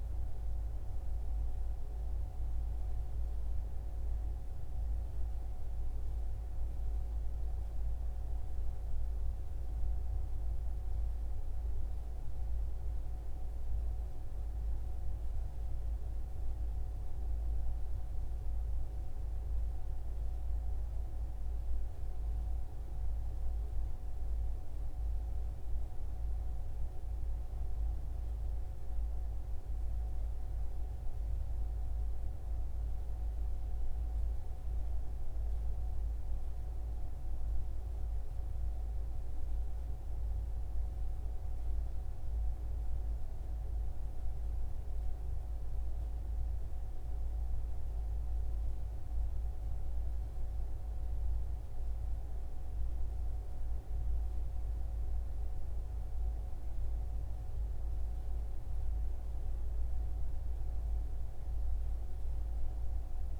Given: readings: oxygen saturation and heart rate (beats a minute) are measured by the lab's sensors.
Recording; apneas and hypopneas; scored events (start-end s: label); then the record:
breathing in sleep, hard to hear, by a room microphone; none
none scored
From the record:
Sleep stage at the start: N1 (lightest sleep); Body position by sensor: on the right side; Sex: male